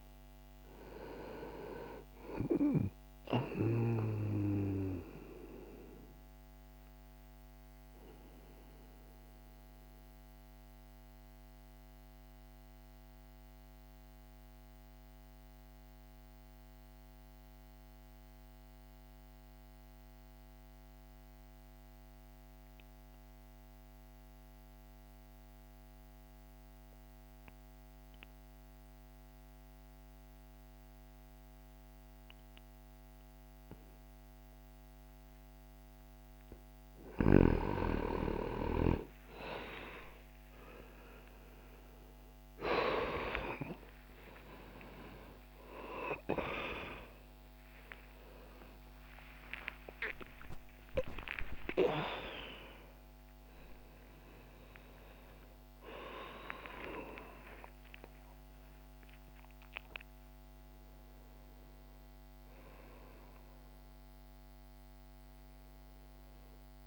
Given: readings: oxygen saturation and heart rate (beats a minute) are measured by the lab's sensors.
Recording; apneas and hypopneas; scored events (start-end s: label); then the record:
a person partly awake in a sleep study, by a microphone on the trachea; 1
0.00-22.00 s: oxygen desaturation (device-marked, oxygen 85% lowest, heart rate 59 extreme)
4.50-36.50 s: obstructive apnea (oxygen 94% before, 85% lowest, heart rate 60 before, 59 extreme, up 57 after)
41.00-66.87 s: new sleep stage, awake
42.00-61.00 s: oxygen desaturation (device-marked, oxygen 96% before, 90% lowest, heart rate 61 before, 82 extreme)
From the record:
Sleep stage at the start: N2 (light sleep); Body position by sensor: on the right side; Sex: male